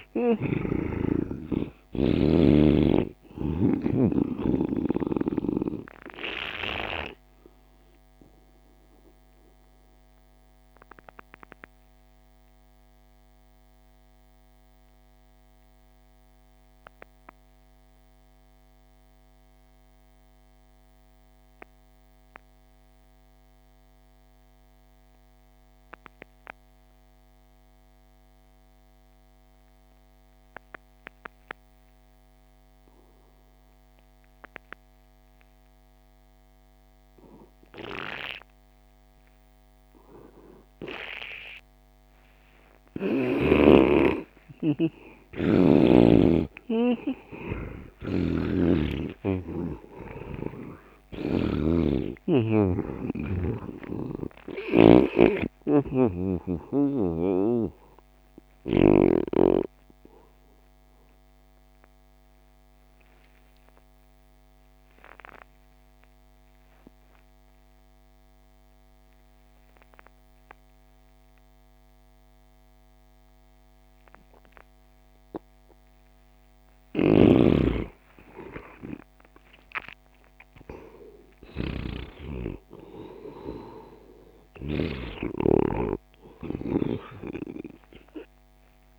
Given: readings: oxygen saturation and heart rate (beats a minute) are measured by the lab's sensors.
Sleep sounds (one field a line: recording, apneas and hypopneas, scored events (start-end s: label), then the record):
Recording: breathing in sleep by a microphone on the trachea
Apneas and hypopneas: 2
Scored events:
0.00-18.50 s: oxygen desaturation (device-marked, oxygen 80% lowest)
7.00-44.00 s: obstructive apnea (oxygen 99% before, 80% lowest)
32.50-66.50 s: oxygen desaturation (device-marked, oxygen 99% before, 80% lowest)
48.00-51.50 s: arousal
48.50-59.50 s: snoring (device-marked)
62.00-80.50 s: obstructive apnea (oxygen 97% before, 83% lowest)
77.00-85.50 s: snoring (device-marked)
81.50-88.99 s: oxygen desaturation (device-marked, oxygen 99% before, 91% lowest)
83.00-87.50 s: arousal
From the record:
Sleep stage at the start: N2 (light sleep)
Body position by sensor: on the right side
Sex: male